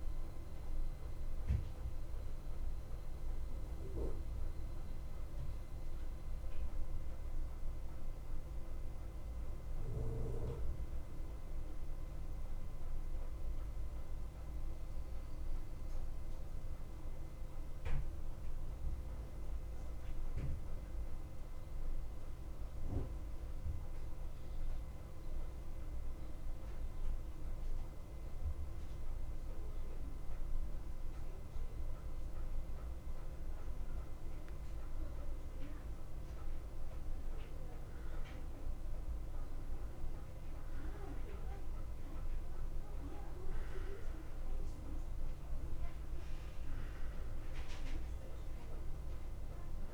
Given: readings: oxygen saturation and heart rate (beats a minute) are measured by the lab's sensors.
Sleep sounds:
breathing in sleep, hard to hear, by a room microphone; 1
0.00-2.50 s: arousal
0.00-8.50 s: oxygen desaturation (device-marked, oxygen 91% lowest, heart rate 54 extreme)
4.50-31.00 s: mixed apnea (oxygen 95% before, 91% lowest, heart rate 57 before, 54 extreme, up 1 after)
33.00-37.00 s: arousal
48.50-49.94 s: oxygen desaturation (device-marked, oxygen 95% before, 91% lowest, heart rate 55 before, 55 extreme)
From the record:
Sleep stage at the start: N1 (lightest sleep); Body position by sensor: on the back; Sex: male

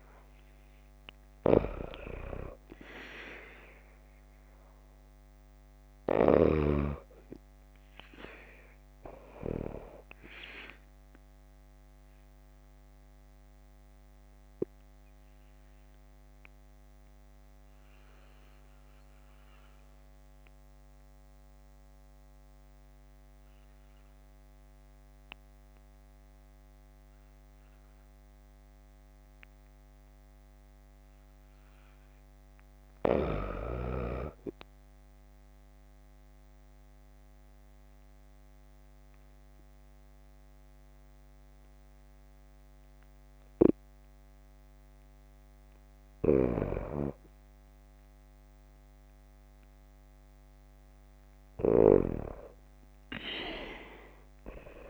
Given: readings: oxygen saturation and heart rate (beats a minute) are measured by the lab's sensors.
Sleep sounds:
breathing in sleep by a microphone on the trachea; 1
0.00-32.00 s: oxygen desaturation (device-marked, oxygen 87% lowest, heart rate 52 extreme)
11.00-30.50 s: obstructive apnea (oxygen 96% before, 87% lowest, heart rate 57 before, 52 extreme, up 4 after)
33.50-36.50 s: arousal
40.00-46.00 s: oxygen desaturation (device-marked, oxygen 94% before, 91% lowest, heart rate 54 before, 55 extreme)
From the record:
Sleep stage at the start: N2 (light sleep); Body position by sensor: on the back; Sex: female

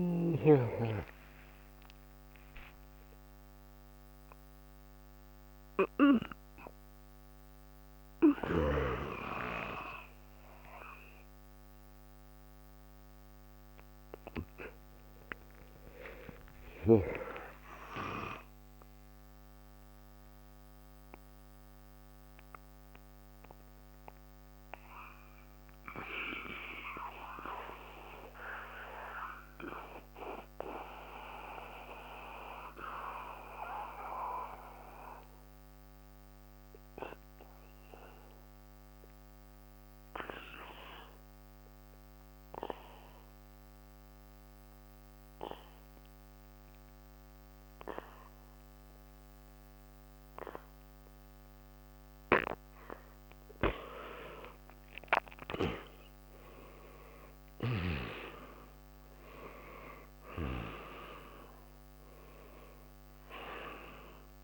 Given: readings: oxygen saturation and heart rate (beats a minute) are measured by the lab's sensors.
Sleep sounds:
a person partly awake in a sleep study, by a microphone on the trachea; 1
0.00-18.00 s: oxygen desaturation (device-marked, oxygen 87% lowest, heart rate 63 extreme)
14.00-64.44 s: new sleep stage, N2 (light sleep)
19.50-53.00 s: mixed apnea (oxygen 96% before, 86% lowest, heart rate 79 before, 61 extreme, up 13 after)
45.00-64.44 s: oxygen desaturation (device-marked, oxygen 97% before, 86% lowest, heart rate 65 before, 62 extreme)
55.00-60.00 s: arousal
From the record:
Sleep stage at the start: awake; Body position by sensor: on the back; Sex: male

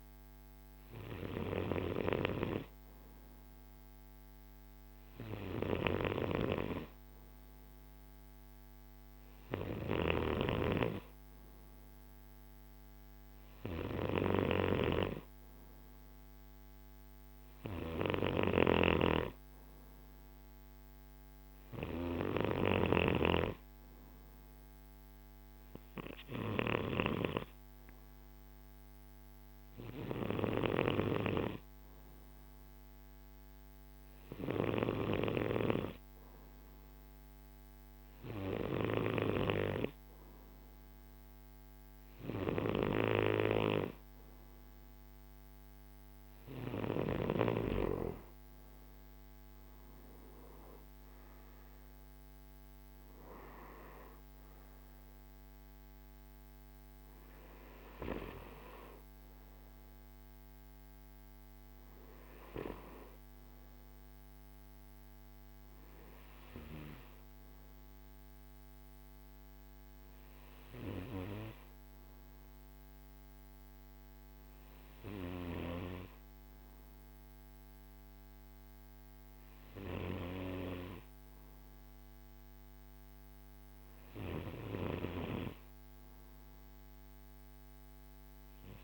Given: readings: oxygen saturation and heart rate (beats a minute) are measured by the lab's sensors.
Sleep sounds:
breathing in sleep by a microphone on the trachea; none
5.50-10.00 s: snoring (device-marked)
18.00-30.50 s: snoring (device-marked)
From the record:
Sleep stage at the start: N2 (light sleep); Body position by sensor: on the right side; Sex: male

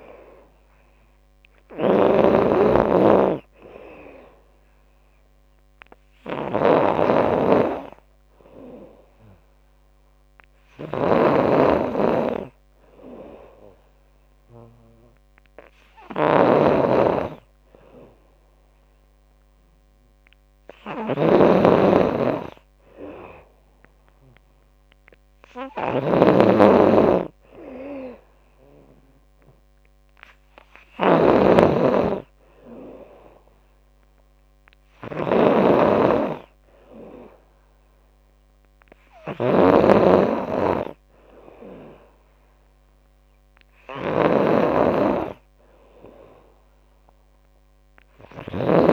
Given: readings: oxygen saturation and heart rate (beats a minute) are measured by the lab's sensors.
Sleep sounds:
breathing in sleep by a microphone on the trachea; none
0.00-48.93 s: snoring (device-marked)
7.00-17.00 s: oxygen desaturation (device-marked, oxygen 94% before, 91% lowest, heart rate 82 before, 79 extreme)
23.00-39.00 s: drop in pulse transit time (device-marked, heart rate 83 before, 82 extreme)
44.00-47.50 s: arousal
From the record:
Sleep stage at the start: N2 (light sleep); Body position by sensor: on the back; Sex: female

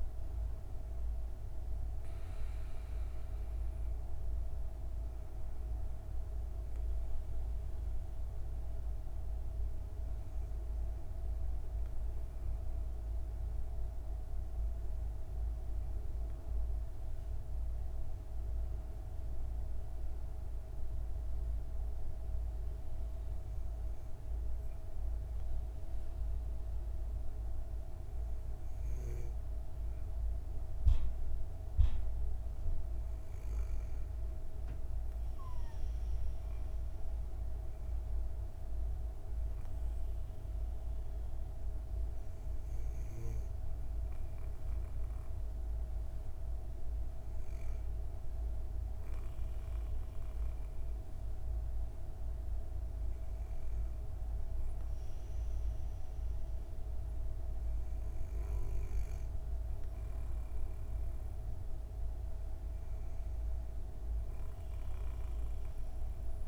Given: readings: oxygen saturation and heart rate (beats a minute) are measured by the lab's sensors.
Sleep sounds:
breathing in sleep, hard to hear, by a room microphone; 1
14.50-32.50 s: obstructive apnea (oxygen 98% before, 95% lowest, heart rate 57 before, 55 extreme, up 17 after)
31.50-66.48 s: new sleep stage, N2 (light sleep)
34.00-38.00 s: arousal
From the record:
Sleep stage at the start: REM sleep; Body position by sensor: on the back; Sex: female

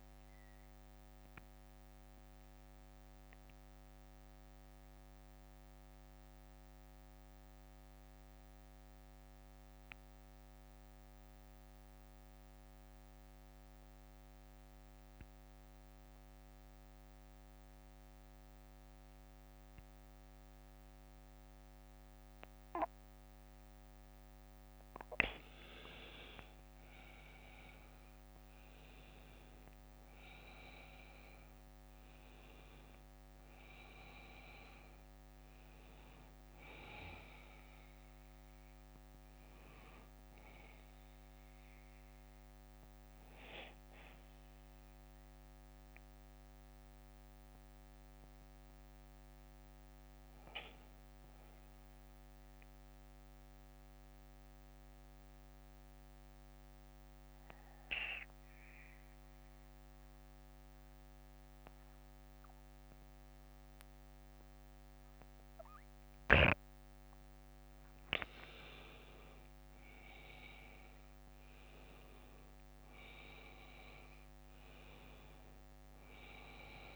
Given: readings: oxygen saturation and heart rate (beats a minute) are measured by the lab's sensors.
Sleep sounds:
breathing in sleep by a microphone on the trachea; 2
0.00-23.50 s: bradycardia (device-marked, heart rate 48 extreme)
1.00-24.50 s: central apnea (oxygen 97% before, 91% lowest, heart rate 63 before, 49 extreme, up 13 after)
29.00-34.00 s: arousal
36.50-47.50 s: bradycardia (device-marked, heart rate 60 before, 52 extreme)
43.00-67.50 s: mixed apnea (oxygen 98% before, 90% lowest, heart rate 63 before, 48 extreme, up 14 after)
50.50-58.50 s: oxygen desaturation (device-marked, oxygen 96% before, 91% lowest, heart rate 61 before, 55 extreme)
51.50-57.50 s: bradycardia (device-marked, heart rate 60 before, 54 extreme)
59.50-61.50 s: bradycardia (device-marked, heart rate 60 before, 57 extreme)
62.50-66.50 s: bradycardia (device-marked, heart rate 60 before, 56 extreme)
69.50-72.00 s: arousal
From the record:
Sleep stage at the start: N2 (light sleep); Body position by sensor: on the back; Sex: male

